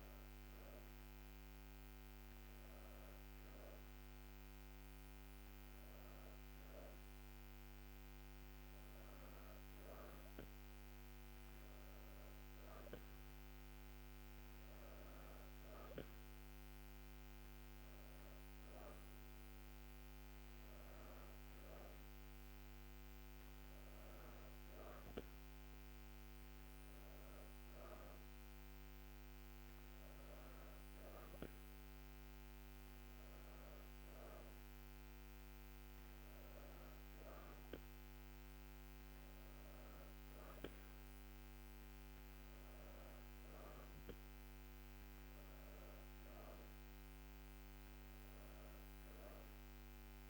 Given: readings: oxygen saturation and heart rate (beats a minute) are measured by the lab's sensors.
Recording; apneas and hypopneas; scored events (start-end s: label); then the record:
breathing in sleep, hard to hear, by a microphone on the trachea; none
none scored
From the record:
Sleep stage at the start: N2 (light sleep); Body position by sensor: on the back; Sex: female